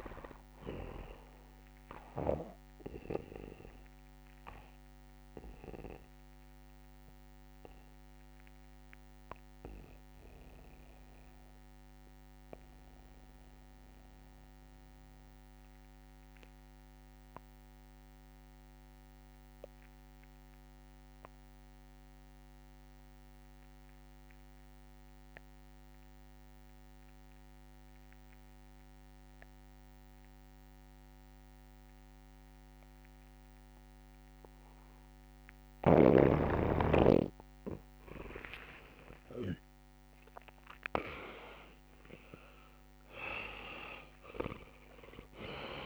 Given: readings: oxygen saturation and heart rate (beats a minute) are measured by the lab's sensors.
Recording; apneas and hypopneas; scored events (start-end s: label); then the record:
breathing in sleep by a microphone on the trachea; 1
0.00-11.50 s: oxygen desaturation (device-marked, oxygen 83% lowest)
2.00-37.00 s: obstructive apnea (oxygen 99% before, 83% lowest)
30.50-45.86 s: oxygen desaturation (device-marked, oxygen 98% before, 83% lowest)
35.50-39.50 s: snoring (device-marked)
39.00-43.00 s: arousal
From the record:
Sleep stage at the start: N2 (light sleep); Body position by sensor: on the back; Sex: male